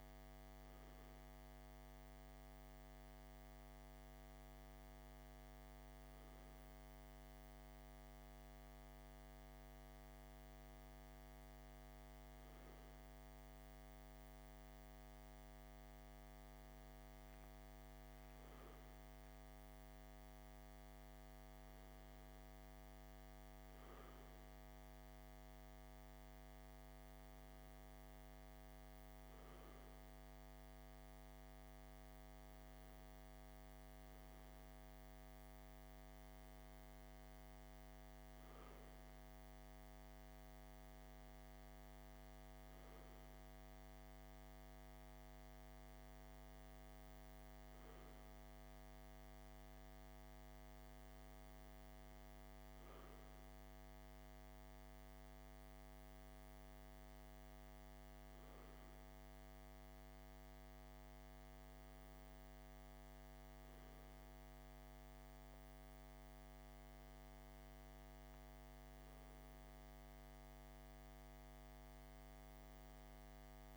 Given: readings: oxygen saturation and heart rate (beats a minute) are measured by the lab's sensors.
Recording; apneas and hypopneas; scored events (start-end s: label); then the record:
breathing in sleep, hard to hear, by a microphone on the trachea; none
none scored
From the record:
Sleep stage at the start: N2 (light sleep); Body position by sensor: on the left side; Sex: male